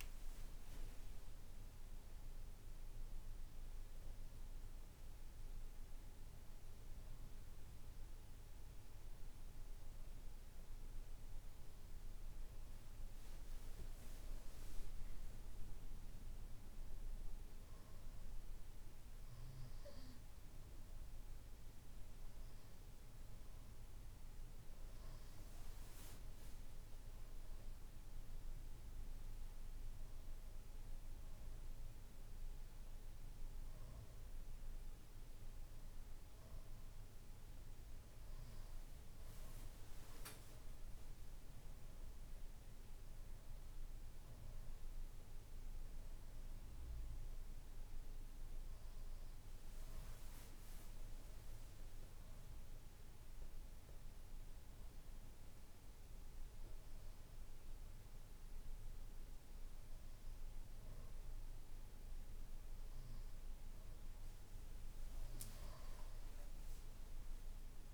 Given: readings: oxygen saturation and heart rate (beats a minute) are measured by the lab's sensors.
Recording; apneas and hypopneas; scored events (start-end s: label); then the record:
breathing in sleep, hard to hear, by a room microphone; none
none scored
From the record:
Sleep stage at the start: N2 (light sleep); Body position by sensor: on the back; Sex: male